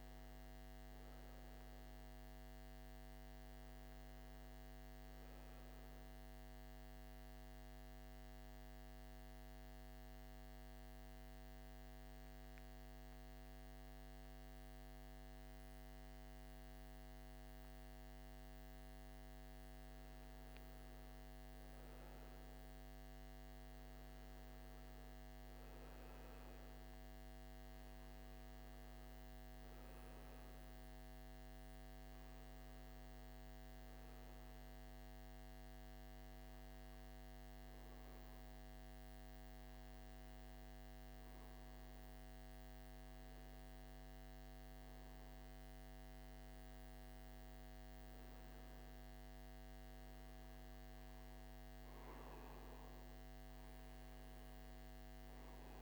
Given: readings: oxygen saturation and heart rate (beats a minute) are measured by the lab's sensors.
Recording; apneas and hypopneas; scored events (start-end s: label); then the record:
breathing in sleep, hard to hear, by a microphone on the trachea; 1
0.00-4.50 s: oxygen desaturation (device-marked, oxygen 94% lowest, heart rate 53 extreme)
5.00-19.50 s: mixed apnea (oxygen 97% before, 93% lowest, heart rate 60 before, 53 extreme, up 7 after)
14.50-55.82 s: new sleep stage, N2 (light sleep)
21.50-26.00 s: arousal
24.50-41.50 s: oxygen desaturation (device-marked, oxygen 98% before, 93% lowest, heart rate 56 before, 57 extreme)
From the record:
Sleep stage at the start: N1 (lightest sleep); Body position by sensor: on the right side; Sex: male